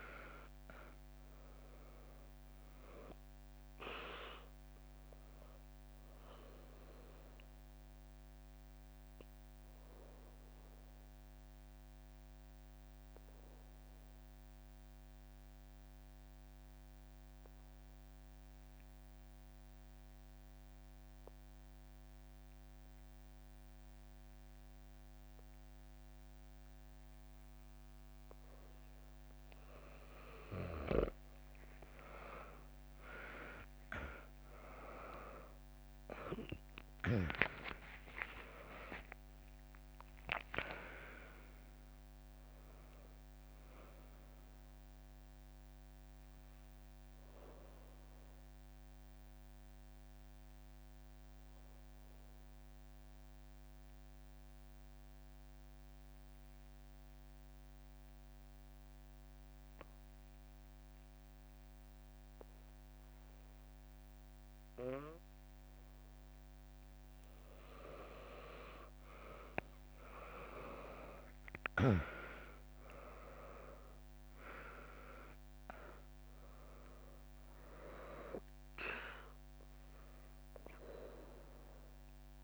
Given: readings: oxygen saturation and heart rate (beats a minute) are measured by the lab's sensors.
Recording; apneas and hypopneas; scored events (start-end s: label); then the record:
breathing in sleep by a microphone on the trachea; 2
0.00-1.50 s: arousal
0.00-8.50 s: drop in pulse transit time (device-marked, heart rate 63 extreme)
2.50-23.50 s: oxygen desaturation (device-marked, oxygen 99% before, 94% lowest, heart rate 65 before, 59 extreme)
9.00-30.00 s: mixed apnea (oxygen 100% before, 94% lowest, heart rate 66 before, 59 extreme, up 14 after)
26.50-30.50 s: bradycardia (device-marked, heart rate 66 before, 59 extreme)
34.50-47.50 s: drop in pulse transit time (device-marked, heart rate 67 before, 59 extreme)
35.50-40.50 s: arousal
37.50-59.50 s: oxygen desaturation (device-marked, oxygen 99% before, 94% lowest, heart rate 66 before, 60 extreme)
38.00-40.00 s: long interval between heartbeats (device-marked, heart rate 66 before, 73 extreme)
48.00-66.50 s: obstructive apnea (oxygen 100% before, 94% lowest, heart rate 70 before, 60 extreme)
70.50-75.00 s: arousal
70.50-82.43 s: drop in pulse transit time (device-marked, heart rate 64 before, 60 extreme)
74.50-82.43 s: oxygen desaturation (device-marked, oxygen 99% before, 95% lowest, heart rate 64 before, 62 extreme)
From the record:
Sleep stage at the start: N2 (light sleep); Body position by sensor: on the back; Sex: female